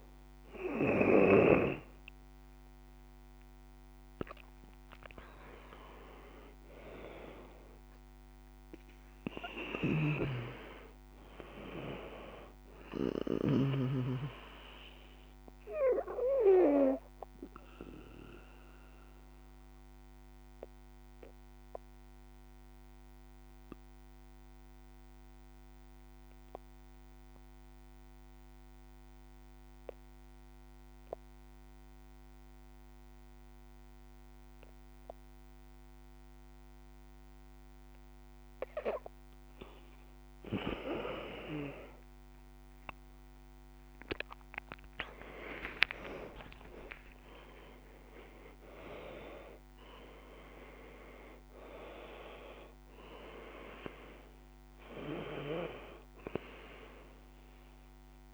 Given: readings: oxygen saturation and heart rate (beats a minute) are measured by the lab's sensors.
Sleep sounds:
breathing in sleep by a microphone on the trachea; 1
0.00-3.50 s: arousal
5.50-35.50 s: oxygen desaturation (device-marked, oxygen 97% before, 83% lowest, heart rate 64 before, 57 extreme)
8.50-12.50 s: snoring (device-marked)
15.50-37.00 s: obstructive apnea (oxygen 97% before, 82% lowest, heart rate 65 before, 57 extreme, up 42 after)
40.50-58.34 s: oxygen desaturation (device-marked, oxygen 96% before, 82% lowest, heart rate 62 before, 55 extreme)
41.00-45.50 s: arousal
From the record:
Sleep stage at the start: N2 (light sleep); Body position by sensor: on the back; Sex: female

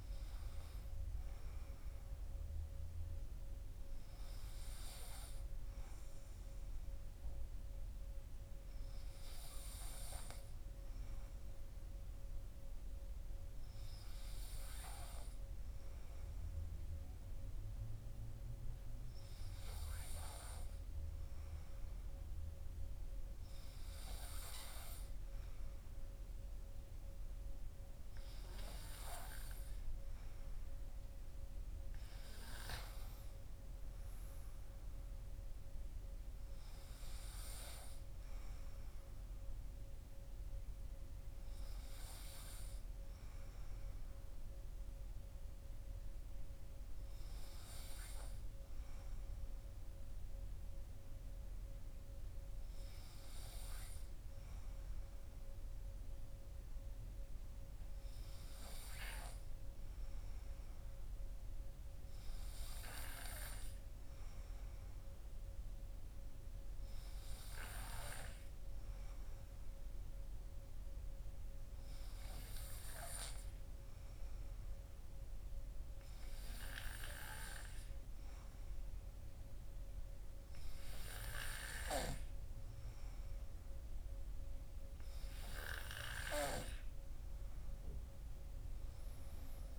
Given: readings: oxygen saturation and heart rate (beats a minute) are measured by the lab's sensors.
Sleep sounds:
breathing in sleep by a room microphone; 1
9.00-23.00 s: hypopnea (oxygen 96% before, 95% lowest, heart rate 62 before, 52 extreme, up 4 after)
25.00-28.50 s: arousal
From the record:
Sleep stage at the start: N2 (light sleep); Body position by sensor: on the right side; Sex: male

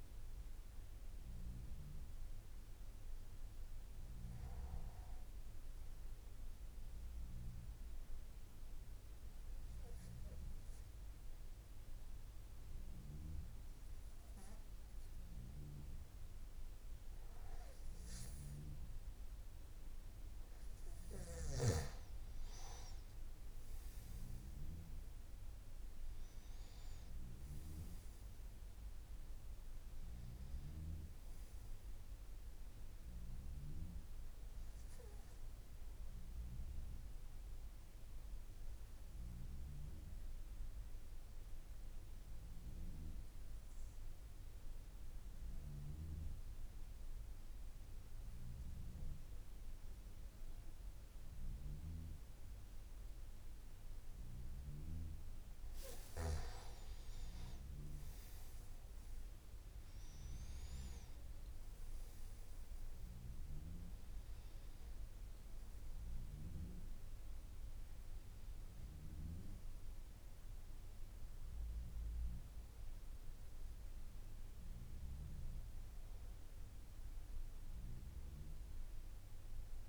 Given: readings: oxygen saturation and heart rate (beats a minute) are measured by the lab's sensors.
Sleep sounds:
breathing in sleep by a room microphone; 2
0.00-5.00 s: oxygen desaturation (device-marked, oxygen 89% lowest, heart rate 54 extreme)
7.00-19.00 s: obstructive apnea (oxygen 99% before, 92% lowest, heart rate 57 before, 52 extreme, up 4 after)
26.00-49.00 s: oxygen desaturation (device-marked, oxygen 98% before, 93% lowest, heart rate 56 before, 52 extreme)
36.00-54.00 s: obstructive apnea (oxygen 99% before, 92% lowest, heart rate 56 before, 52 extreme, up 8 after)
62.00-79.88 s: oxygen desaturation (device-marked, oxygen 97% before, 92% lowest, heart rate 55 before, 55 extreme)
From the record:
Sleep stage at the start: N3 (deep sleep); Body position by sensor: on the back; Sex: male

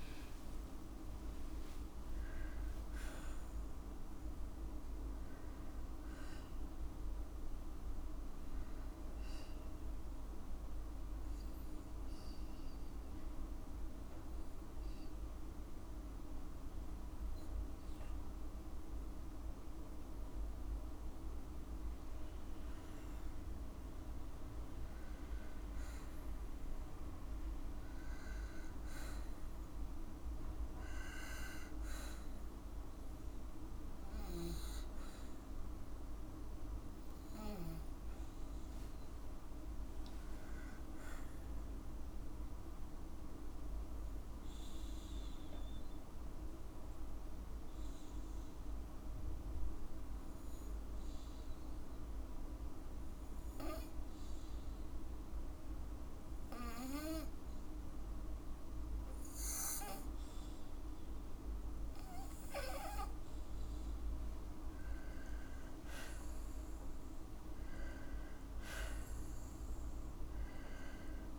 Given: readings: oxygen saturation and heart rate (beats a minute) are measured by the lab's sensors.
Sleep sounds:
breathing in sleep, hard to hear, by a room microphone; 2
0.00-3.00 s: arousal
0.50-2.50 s: long interval between heartbeats (device-marked, heart rate 59 before, 89 extreme)
11.00-22.50 s: obstructive apnea (oxygen 99% before, 94% lowest, heart rate 71 before, 55 extreme, up 1 after)
12.50-28.50 s: oxygen desaturation (device-marked, oxygen 97% before, 94% lowest, heart rate 71 before, 53 extreme)
30.00-34.00 s: arousal
42.00-60.50 s: obstructive apnea (oxygen 98% before, 93% lowest, heart rate 56 before, 53 extreme, up 5 after)
64.00-67.50 s: arousal
From the record:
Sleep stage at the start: N2 (light sleep); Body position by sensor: on the left side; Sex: female

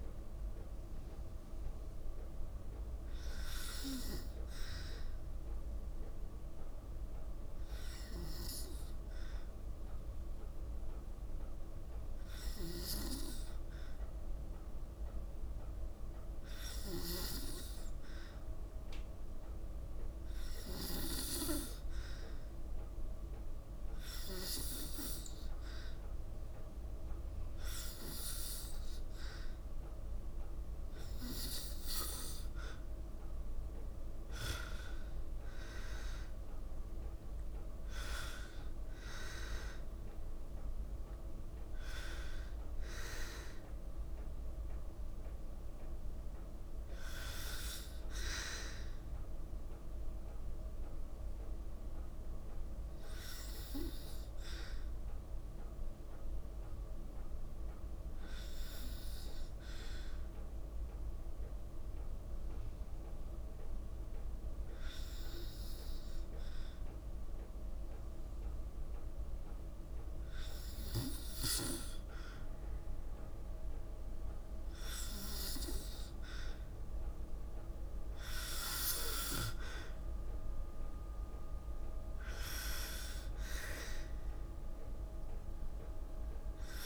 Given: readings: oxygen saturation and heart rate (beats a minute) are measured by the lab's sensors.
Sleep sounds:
breathing in sleep by a room microphone; 2
7.50-31.50 s: hypopnea (oxygen 96% before, 92% lowest, heart rate 54 before, 54 extreme, up 1 after)
16.00-20.50 s: snoring (device-marked)
34.00-39.00 s: arousal
39.00-60.00 s: oxygen desaturation (device-marked, oxygen 95% before, 92% lowest, heart rate 56 before, 53 extreme)
54.00-71.00 s: obstructive apnea (oxygen 95% before, 92% lowest, heart rate 56 before, 53 extreme, up 1 after)
74.00-78.00 s: arousal
From the record:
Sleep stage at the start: N2 (light sleep); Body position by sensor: on the back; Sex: female

